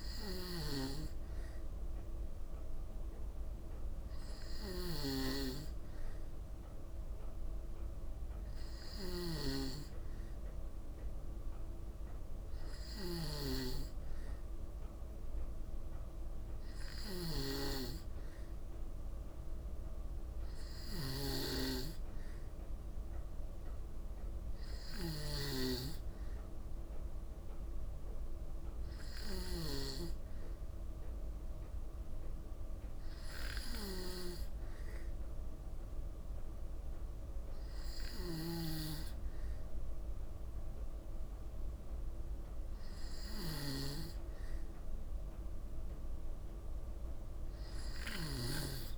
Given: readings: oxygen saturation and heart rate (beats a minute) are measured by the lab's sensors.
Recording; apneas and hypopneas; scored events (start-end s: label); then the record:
breathing in sleep by a room microphone; none
0.00-48.00 s: snoring (device-marked)
From the record:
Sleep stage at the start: N2 (light sleep); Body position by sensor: on the back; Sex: female